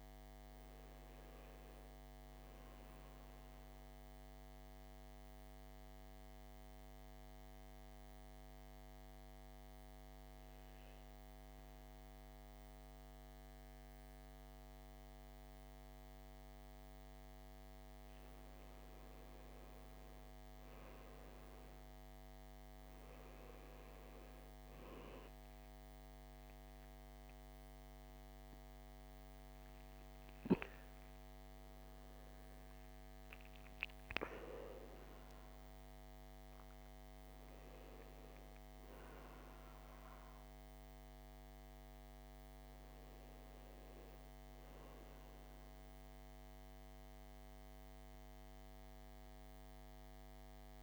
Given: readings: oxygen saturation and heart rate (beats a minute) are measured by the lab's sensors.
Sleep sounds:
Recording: breathing in sleep, hard to hear, by a microphone on the trachea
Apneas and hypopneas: 1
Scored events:
0.00-11.00 s: oxygen desaturation (device-marked, oxygen 92% lowest, heart rate 55 extreme)
4.00-17.50 s: mixed apnea (oxygen 97% before, 91% lowest, heart rate 59 before, 55 extreme, up 8 after)
19.00-22.50 s: arousal
21.00-41.00 s: oxygen desaturation (device-marked, oxygen 97% before, 91% lowest, heart rate 57 before, 56 extreme)
44.00-50.83 s: new sleep stage, N1 (lightest sleep)
From the record:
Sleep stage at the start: N2 (light sleep)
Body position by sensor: on the back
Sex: male

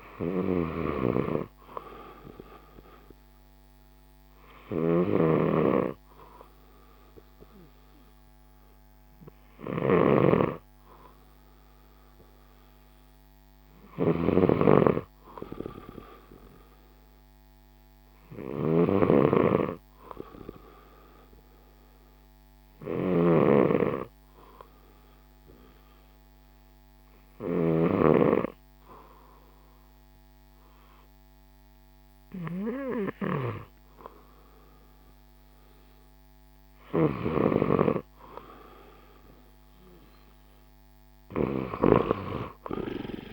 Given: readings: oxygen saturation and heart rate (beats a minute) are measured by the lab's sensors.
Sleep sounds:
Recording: breathing in sleep by a microphone on the trachea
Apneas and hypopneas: none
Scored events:
0.00-42.00 s: snoring (device-marked)
12.50-25.50 s: oxygen desaturation (device-marked, oxygen 94% before, 90% lowest, heart rate 59 before, 58 extreme)
41.00-43.33 s: arousal
From the record:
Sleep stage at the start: N2 (light sleep)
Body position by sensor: on the left side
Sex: male

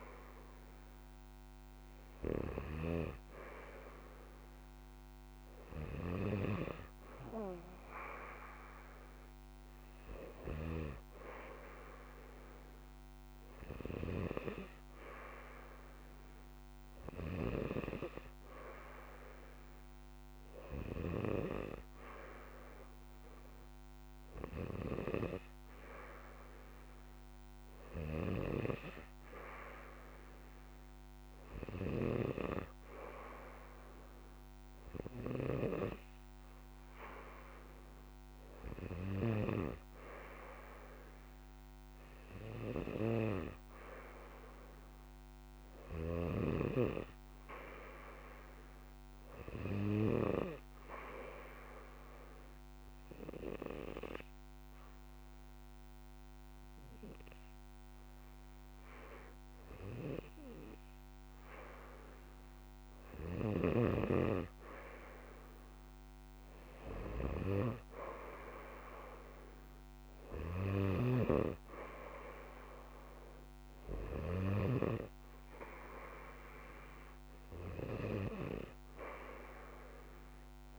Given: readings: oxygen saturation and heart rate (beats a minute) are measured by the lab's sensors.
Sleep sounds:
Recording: breathing in sleep by a microphone on the trachea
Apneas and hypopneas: 1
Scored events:
0.00-3.50 s: oxygen desaturation (device-marked, oxygen 93% lowest, heart rate 57 extreme)
28.00-32.50 s: snoring (device-marked)
51.50-63.50 s: hypopnea (oxygen 96% before, 93% lowest, heart rate 64 before, 63 extreme, up 1 after)
66.50-70.50 s: arousal
From the record:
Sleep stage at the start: N2 (light sleep)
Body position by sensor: on the back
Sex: male

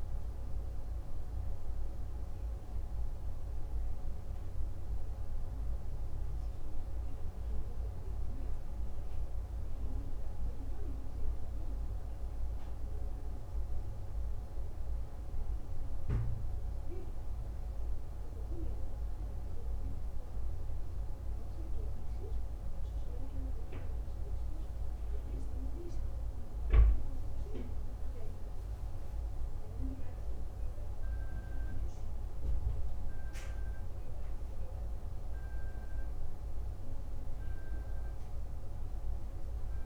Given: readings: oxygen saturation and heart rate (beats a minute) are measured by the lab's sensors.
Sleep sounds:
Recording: breathing in sleep, hard to hear, by a room microphone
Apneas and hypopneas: none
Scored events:
none scored
From the record:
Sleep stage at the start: N1 (lightest sleep)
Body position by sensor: on the right side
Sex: male

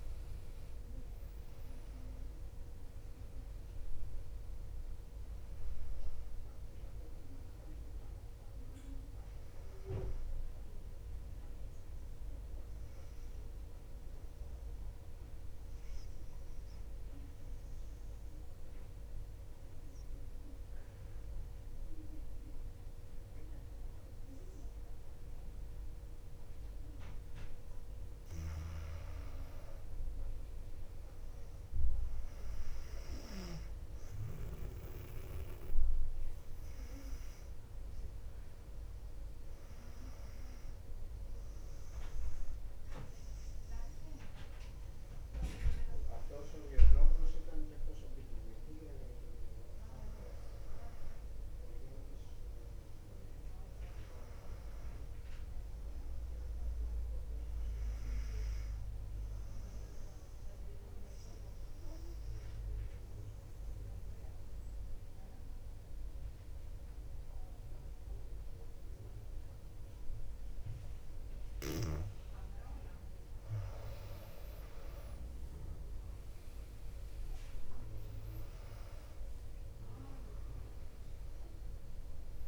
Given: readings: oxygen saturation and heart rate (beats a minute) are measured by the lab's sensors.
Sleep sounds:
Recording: breathing in sleep by a room microphone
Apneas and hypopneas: 2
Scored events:
0.00-2.00 s: arousal
2.50-19.50 s: oxygen desaturation (device-marked, oxygen 99% before, 93% lowest, heart rate 59 before, 56 extreme)
15.50-28.00 s: obstructive apnea (oxygen 99% before, 94% lowest, heart rate 62 before, 56 extreme, up 4 after)
31.00-34.50 s: arousal
61.50-73.00 s: obstructive apnea (oxygen 99% before, 94% lowest, heart rate 59 before, 57 extreme, up 7 after)
77.50-81.50 s: arousal
80.50-82.48 s: oxygen desaturation (device-marked, oxygen 98% before, 94% lowest, heart rate 58 before, 57 extreme)
From the record:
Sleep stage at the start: REM sleep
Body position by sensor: on the back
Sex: female

